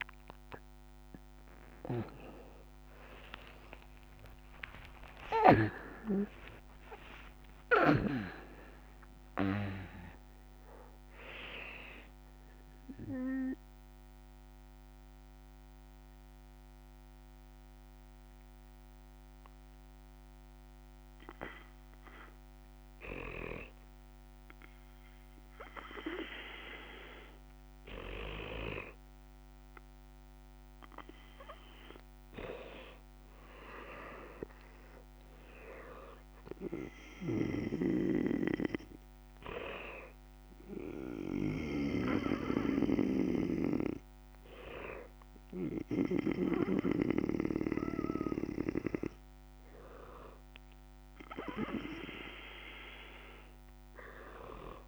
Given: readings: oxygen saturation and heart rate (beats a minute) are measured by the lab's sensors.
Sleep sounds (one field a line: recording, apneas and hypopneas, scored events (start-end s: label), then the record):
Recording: breathing in sleep by a microphone on the trachea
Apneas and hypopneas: none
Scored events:
3.00-7.50 s: arousal
34.50-38.50 s: arousal
From the record:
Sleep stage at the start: N2 (light sleep)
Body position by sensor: on the back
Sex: male